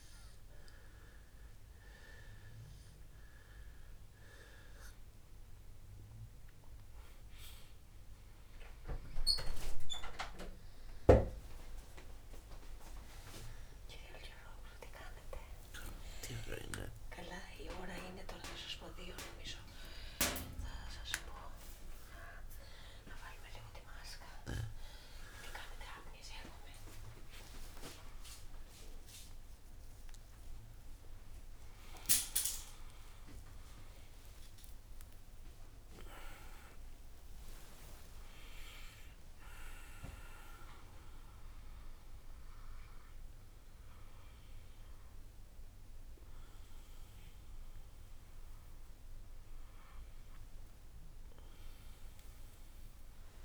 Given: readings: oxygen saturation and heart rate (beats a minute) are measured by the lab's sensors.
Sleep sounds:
a person awake in a sleep study, by a room microphone; none
0.50-15.50 s: oxygen desaturation (device-marked, oxygen 97% before, 92% lowest, heart rate 65 before, 67 extreme)
16.50-46.50 s: new sleep stage, awake
36.50-38.50 s: long interval between heartbeats (device-marked, heart rate 76 before, 83 extreme)
46.50-53.45 s: new sleep stage, N2 (light sleep)
From the record:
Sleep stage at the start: N2 (light sleep); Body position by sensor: on the back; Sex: male

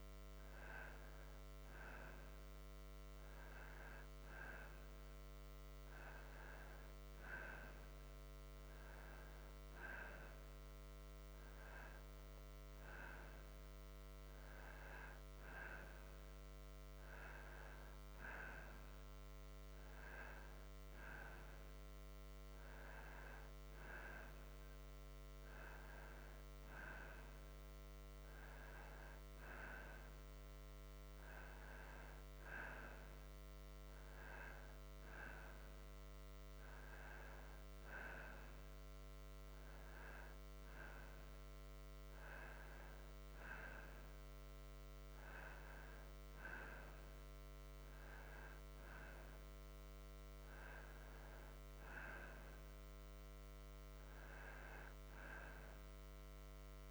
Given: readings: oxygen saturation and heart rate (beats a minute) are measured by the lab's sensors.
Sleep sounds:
breathing in sleep by a microphone on the trachea; none
none scored
From the record:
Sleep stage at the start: N2 (light sleep); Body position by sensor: on the back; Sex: male

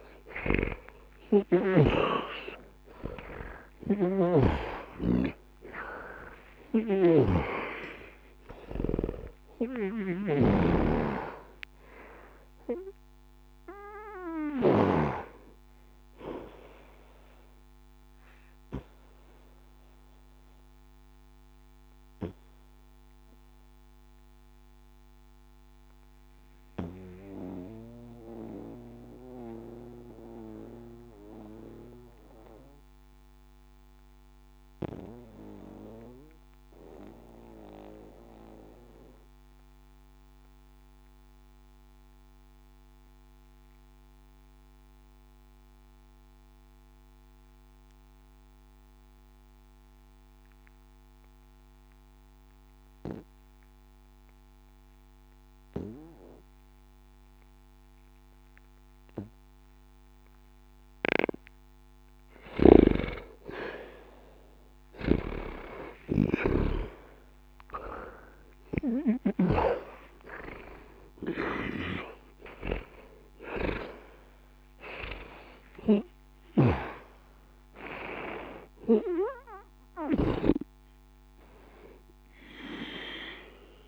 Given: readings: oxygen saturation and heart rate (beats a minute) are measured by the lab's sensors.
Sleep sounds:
breathing in sleep by a microphone on the trachea; 1
0.00-4.50 s: arousal
0.00-10.50 s: snoring (device-marked)
0.00-42.00 s: oxygen desaturation (device-marked, oxygen 78% lowest, heart rate 60 extreme)
19.50-61.50 s: obstructive apnea (oxygen 95% before, 78% lowest, heart rate 139 before, 60 extreme, up 18 after)
60.00-83.88 s: oxygen desaturation (device-marked, oxygen 98% before, 78% lowest, heart rate 61 before, 60 extreme)
64.50-69.50 s: arousal
From the record:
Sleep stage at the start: N2 (light sleep); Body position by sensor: on the back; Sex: male

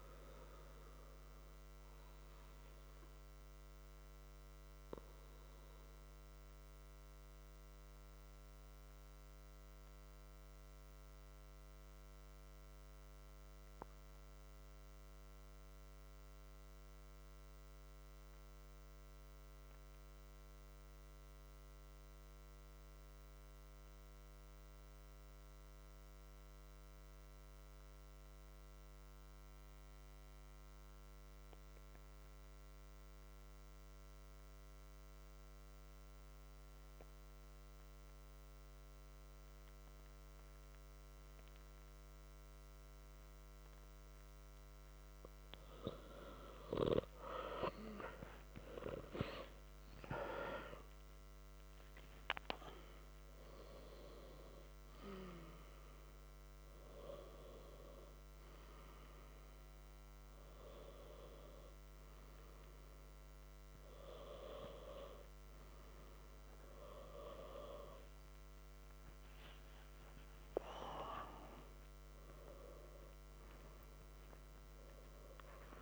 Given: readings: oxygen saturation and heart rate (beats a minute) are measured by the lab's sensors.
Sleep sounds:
a person partly awake in a sleep study, by a microphone on the trachea; 1
0.00-9.50 s: oxygen desaturation (device-marked, oxygen 92% lowest, heart rate 62 extreme)
1.00-44.00 s: obstructive apnea (oxygen 95% before, 89% lowest, heart rate 64 before, 62 extreme, up 7 after)
37.50-75.50 s: oxygen desaturation (device-marked, oxygen 96% before, 89% lowest, heart rate 64 before, 63 extreme)
45.50-75.50 s: new sleep stage, awake
75.50-75.82 s: new sleep stage, N1 (lightest sleep)
From the record:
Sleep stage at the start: N2 (light sleep); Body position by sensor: on the back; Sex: male

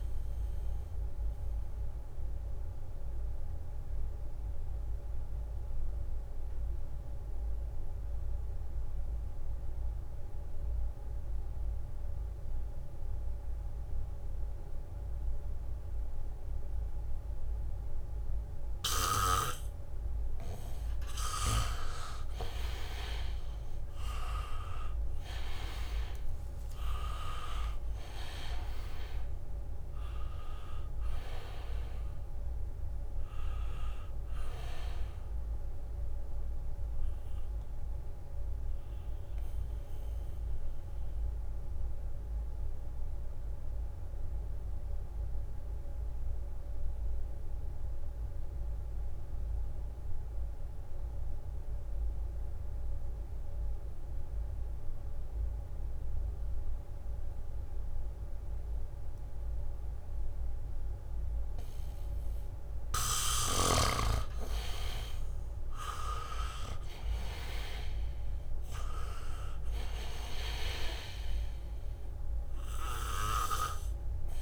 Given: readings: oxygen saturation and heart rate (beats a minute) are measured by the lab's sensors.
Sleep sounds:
breathing in sleep by a room microphone; 2
0.00-11.50 s: oxygen desaturation (device-marked, oxygen 78% lowest, heart rate 63 extreme)
1.00-20.00 s: obstructive apnea (oxygen 98% before, 78% lowest, heart rate 68 before, 63 extreme, up 1 after)
18.50-49.50 s: oxygen desaturation (device-marked, oxygen 98% before, 80% lowest, heart rate 69 before, 63 extreme)
21.00-26.00 s: leg movement (device-marked)
22.00-26.00 s: arousal
26.50-32.50 s: leg movement (device-marked)
32.50-39.00 s: leg movement (device-marked)
38.00-64.00 s: mixed apnea (oxygen 98% before, 78% lowest, heart rate 67 before, 64 extreme, up 3 after)
56.50-74.42 s: oxygen desaturation (device-marked, oxygen 99% before, 80% lowest, heart rate 71 before, 64 extreme)
63.00-68.00 s: leg movement (device-marked)
66.00-69.00 s: arousal
68.00-74.42 s: leg movement (device-marked)
From the record:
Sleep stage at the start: N2 (light sleep); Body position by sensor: on the back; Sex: male

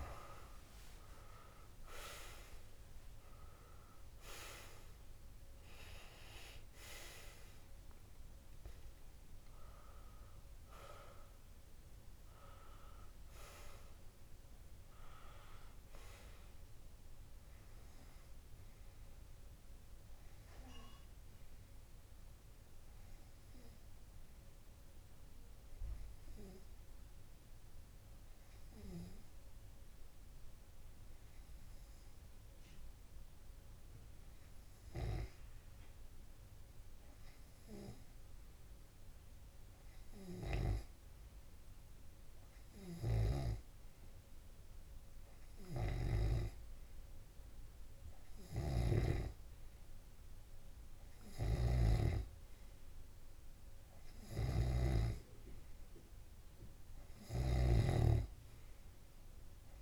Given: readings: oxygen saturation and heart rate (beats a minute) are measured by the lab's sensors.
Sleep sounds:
breathing in sleep by a room microphone; 1
0.00-2.00 s: long interval between heartbeats (device-marked, heart rate 70 before, 60 extreme)
0.00-14.00 s: oxygen desaturation (device-marked, oxygen 94% lowest)
2.00-24.00 s: tachycardia (device-marked, heart rate 38 before, 146 extreme)
2.50-7.50 s: arousal
3.00-5.00 s: long interval between heartbeats (device-marked, heart rate 69 before, 85 extreme)
6.00-8.00 s: long interval between heartbeats (device-marked, heart rate 73 before, 116 extreme)
8.50-10.50 s: long interval between heartbeats (device-marked, heart rate 82 before, 126 extreme)
11.50-13.50 s: long interval between heartbeats (device-marked, heart rate 99 before, 123 extreme)
15.00-17.00 s: long interval between heartbeats (device-marked, heart rate 107 before, 117 extreme)
18.00-20.00 s: long interval between heartbeats (device-marked, heart rate 109 before, 137 extreme)
20.00-48.00 s: hypopnea (oxygen 98% before, 94% lowest)
31.50-33.50 s: long interval between heartbeats (device-marked)
44.00-46.00 s: long interval between heartbeats (device-marked)
49.00-51.50 s: arousal
51.50-53.50 s: long interval between heartbeats (device-marked)
52.00-59.82 s: snoring (device-marked)
55.00-59.82 s: oxygen desaturation (device-marked, oxygen 99% before, 94% lowest)
55.50-57.50 s: long interval between heartbeats (device-marked)
56.00-59.82 s: tachycardia (device-marked, heart rate 45 before, 109 extreme)
58.00-59.82 s: long interval between heartbeats (device-marked)
From the record:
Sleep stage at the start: N2 (light sleep); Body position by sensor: on the left side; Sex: male

